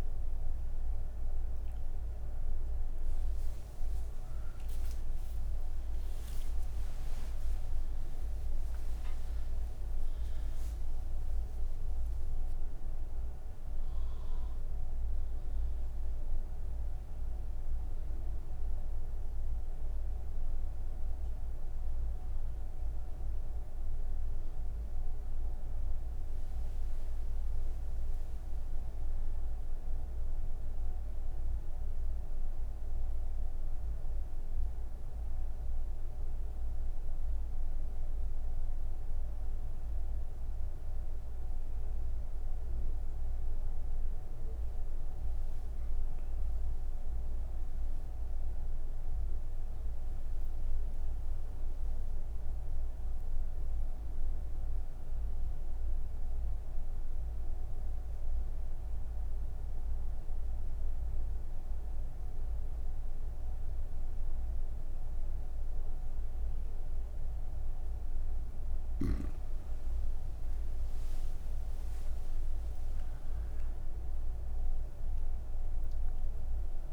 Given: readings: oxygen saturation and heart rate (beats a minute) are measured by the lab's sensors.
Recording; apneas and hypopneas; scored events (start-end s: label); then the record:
breathing in sleep, hard to hear, by a room microphone; 2
0.50-15.50 s: oxygen desaturation (device-marked, oxygen 99% before, 96% lowest)
33.00-44.00 s: obstructive apnea (oxygen 97% before, 95% lowest)
54.50-68.00 s: obstructive apnea (oxygen 99% before, 92% lowest)
72.50-76.93 s: oxygen desaturation (device-marked, oxygen 99% before, 95% lowest)
From the record:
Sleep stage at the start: N2 (light sleep); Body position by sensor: on the right side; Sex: female